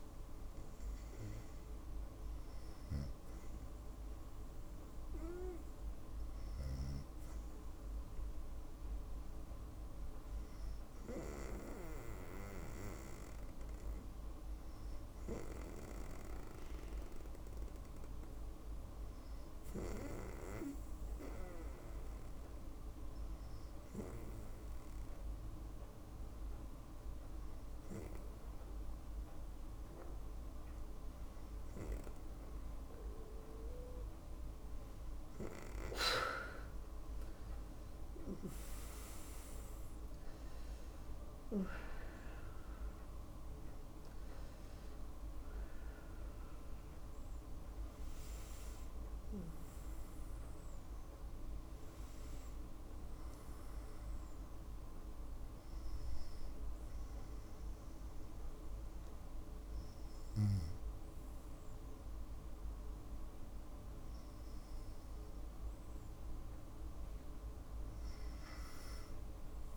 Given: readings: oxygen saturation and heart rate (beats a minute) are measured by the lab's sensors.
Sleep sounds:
breathing in sleep by a room microphone; none
37.50-42.00 s: arousal
From the record:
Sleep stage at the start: N2 (light sleep); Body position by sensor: on the right side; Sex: female

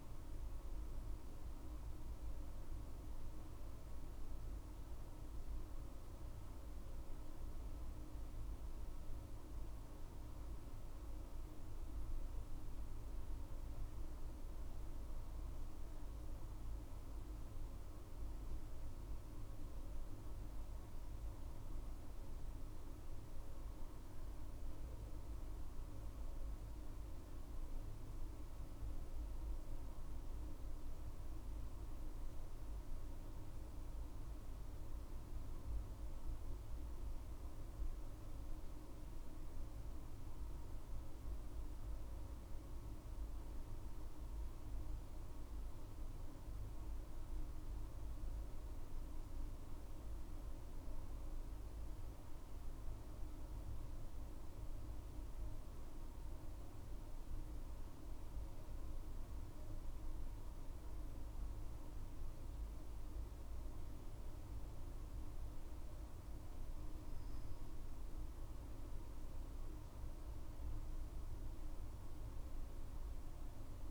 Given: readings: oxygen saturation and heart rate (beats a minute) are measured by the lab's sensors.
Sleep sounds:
breathing in sleep, hard to hear, by a room microphone; none
none scored
From the record:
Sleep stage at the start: N2 (light sleep); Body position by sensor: on the back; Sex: female

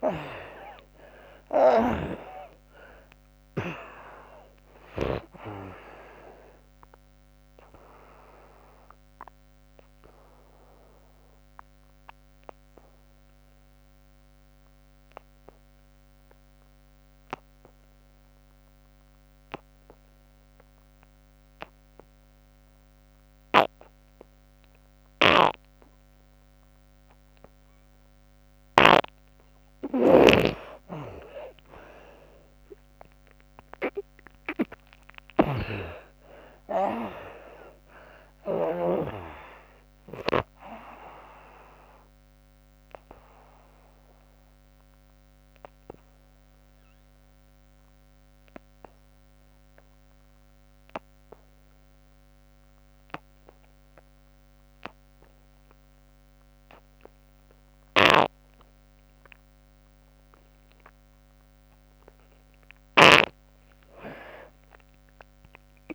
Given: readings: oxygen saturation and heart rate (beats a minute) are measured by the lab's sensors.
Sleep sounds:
breathing in sleep by a microphone on the trachea; 2
0.00-2.00 s: arousal
0.00-16.50 s: oxygen desaturation (device-marked, oxygen 77% lowest, heart rate 60 extreme)
1.50-5.00 s: snoring (device-marked)
8.50-27.00 s: obstructive apnea (oxygen 98% before, 74% lowest, heart rate 82 before, 60 extreme, up 39 after)
23.50-28.50 s: oxygen desaturation (device-marked, oxygen 98% before, 92% lowest, heart rate 82 before, 65 extreme)
29.50-38.50 s: snoring (device-marked)
32.50-36.50 s: arousal
33.50-59.50 s: oxygen desaturation (device-marked, oxygen 95% before, 75% lowest, heart rate 66 before, 65 extreme)
42.50-61.50 s: obstructive apnea (oxygen 98% before, 74% lowest, heart rate 84 before, 65 extreme, up 22 after)
64.50-65.95 s: arousal
From the record:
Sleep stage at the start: N2 (light sleep); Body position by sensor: on the back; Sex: female

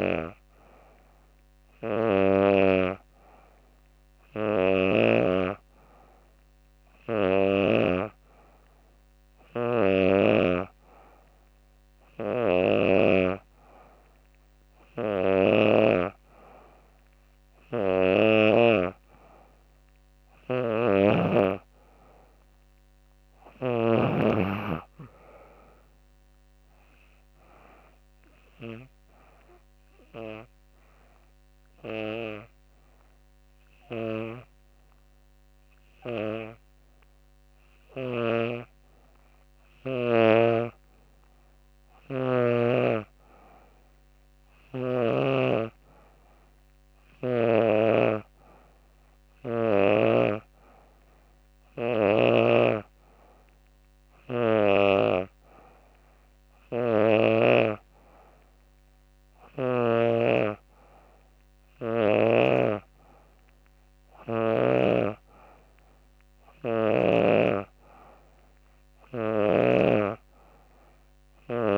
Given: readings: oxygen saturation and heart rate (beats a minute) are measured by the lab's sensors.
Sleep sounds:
breathing in sleep by a microphone on the trachea; 1
20.00-23.50 s: snoring (device-marked)
27.50-38.50 s: hypopnea (oxygen 92% before, 90% lowest, heart rate 86 before, 85 extreme, up 1 after)
42.50-45.50 s: arousal
43.50-52.50 s: oxygen desaturation (device-marked, oxygen 95% before, 90% lowest, heart rate 87 before, 85 extreme)
44.00-49.50 s: snoring (device-marked)
59.00-64.00 s: snoring (device-marked)
From the record:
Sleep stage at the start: N3 (deep sleep); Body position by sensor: on the back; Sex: female

